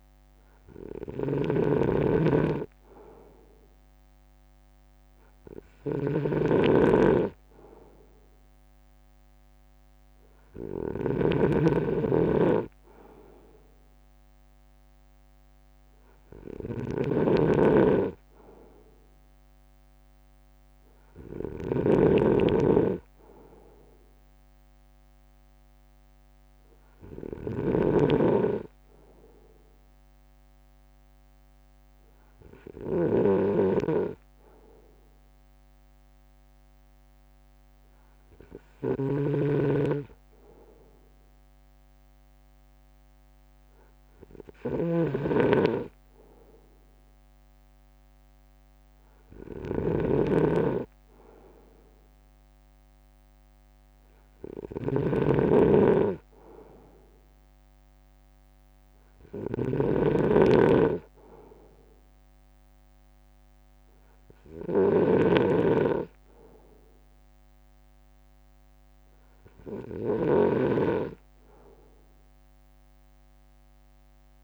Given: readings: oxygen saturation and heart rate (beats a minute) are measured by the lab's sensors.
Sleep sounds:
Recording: breathing in sleep by a microphone on the trachea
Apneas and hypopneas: none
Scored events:
0.00-74.44 s: snoring (device-marked)
0.50-4.50 s: arousal
2.00 s: drop in pulse transit time (device-marked)
6.00-24.00 s: drop in pulse transit time (device-marked, heart rate 57 before, 51 extreme)
46.00-65.00 s: drop in pulse transit time (device-marked, heart rate 55 before, 51 extreme)
From the record:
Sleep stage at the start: N2 (light sleep)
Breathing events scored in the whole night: 306 in 4.0 hours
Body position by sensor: on the front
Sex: male

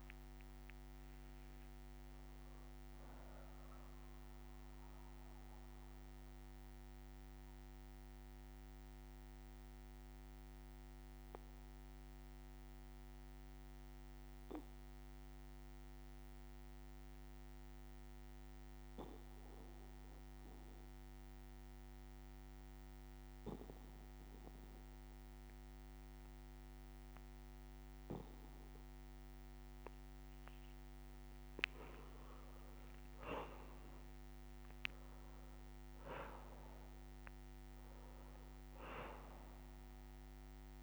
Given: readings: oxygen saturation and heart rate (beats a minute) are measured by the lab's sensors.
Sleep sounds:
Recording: breathing in sleep by a microphone on the trachea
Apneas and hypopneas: 1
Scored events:
0.00-14.50 s: oxygen desaturation (device-marked, oxygen 94% lowest, heart rate 60 extreme)
5.00-31.00 s: obstructive apnea (oxygen 99% before, 91% lowest, heart rate 63 before, 60 extreme, up 4 after)
26.50-40.83 s: oxygen desaturation (device-marked, oxygen 99% before, 91% lowest, heart rate 61 before, 60 extreme)
33.00-37.00 s: arousal
From the record:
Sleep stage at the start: N2 (light sleep)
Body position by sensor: on the back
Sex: male

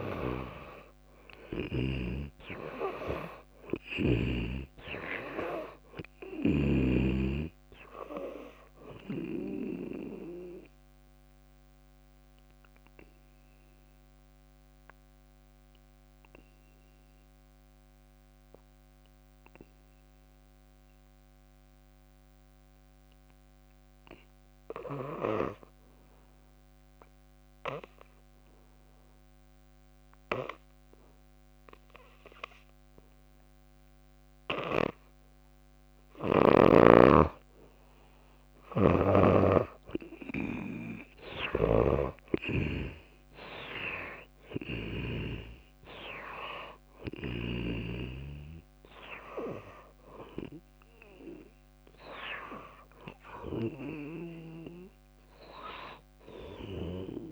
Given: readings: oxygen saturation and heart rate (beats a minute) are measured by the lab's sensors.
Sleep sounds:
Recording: breathing in sleep by a microphone on the trachea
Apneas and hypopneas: 1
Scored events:
0.00-2.00 s: arousal
0.00-2.00 s: snoring (device-marked)
0.00-21.50 s: oxygen desaturation (device-marked, oxygen 80% lowest, heart rate 58 extreme)
11.00-36.50 s: obstructive apnea (oxygen 97% before, 78% lowest, heart rate 66 before, 57 extreme, up 8 after)
34.50-57.32 s: oxygen desaturation (device-marked, oxygen 98% before, 78% lowest, heart rate 60 before, 57 extreme)
41.50-45.50 s: snoring (device-marked)
43.00-48.00 s: arousal
47.50-54.00 s: snoring (device-marked)
From the record:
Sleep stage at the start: N2 (light sleep)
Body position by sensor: on the back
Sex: female

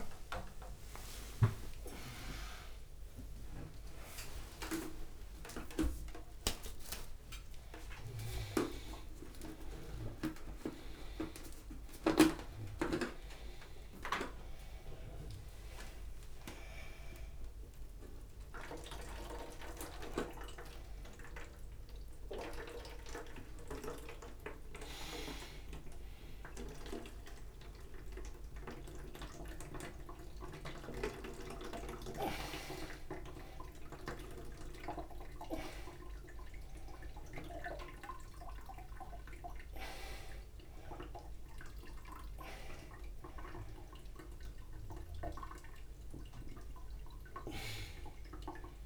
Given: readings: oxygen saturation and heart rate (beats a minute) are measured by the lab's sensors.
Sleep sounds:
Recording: a person awake in a sleep study, by a room microphone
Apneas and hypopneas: none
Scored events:
0.00-1.50 s: tachycardia (device-marked, heart rate 146 extreme)
0.00-3.50 s: drop in pulse transit time (device-marked, heart rate 68 extreme)
1.50-26.50 s: bradycardia (device-marked)
7.50-9.50 s: long interval between heartbeats (device-marked, heart rate 96 before, 26 extreme)
8.50 s: drop in pulse transit time (device-marked)
9.50-11.50 s: long interval between heartbeats (device-marked, heart rate 92 before, 34 extreme)
15.00-17.00 s: long interval between heartbeats (device-marked, heart rate 85 before, 37 extreme)
23.50-25.50 s: long interval between heartbeats (device-marked)
26.50-30.50 s: tachycardia (device-marked, heart rate 67 before, 104 extreme)
27.50-37.50 s: drop in pulse transit time (device-marked, heart rate 39 before, 45 extreme)
34.50-44.50 s: tachycardia (device-marked, heart rate 67 before, 120 extreme)
38.50-40.50 s: long interval between heartbeats (device-marked, heart rate 66 before, 110 extreme)
45.00-47.00 s: long interval between heartbeats (device-marked, heart rate 91 before, 117 extreme)
45.50-48.86 s: drop in pulse transit time (device-marked, heart rate 95 before, 34 extreme)
47.50-48.86 s: bradycardia (device-marked, heart rate 68 before, 27 extreme)
From the record:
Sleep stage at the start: awake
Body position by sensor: upright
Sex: male

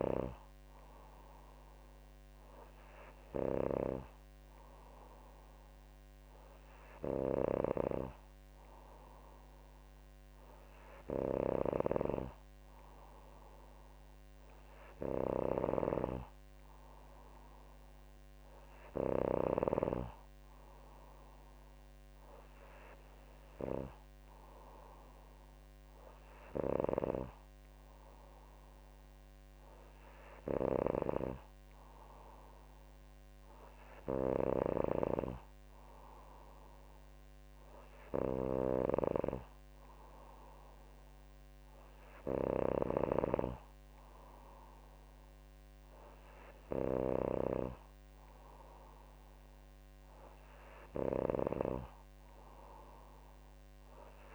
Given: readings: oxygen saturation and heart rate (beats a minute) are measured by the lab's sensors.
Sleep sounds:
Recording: breathing in sleep by a microphone on the trachea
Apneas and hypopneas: none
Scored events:
none scored
From the record:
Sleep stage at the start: N3 (deep sleep)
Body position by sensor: on the back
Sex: female

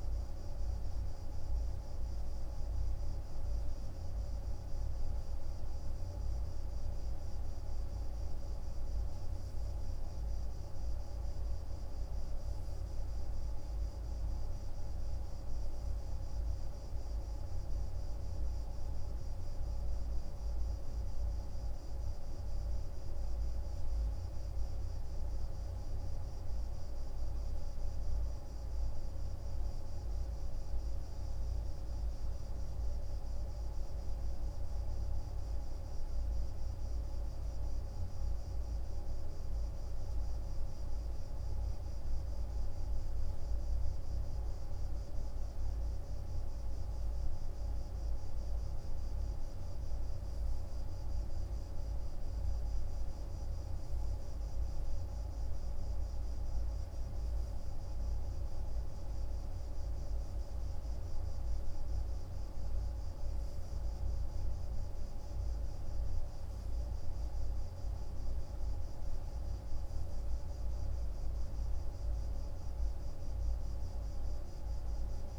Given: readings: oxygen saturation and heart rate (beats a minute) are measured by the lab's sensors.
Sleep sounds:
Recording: breathing in sleep, hard to hear, by a room microphone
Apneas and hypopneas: none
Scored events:
none scored
From the record:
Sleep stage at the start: N2 (light sleep)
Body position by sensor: on the right side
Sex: male

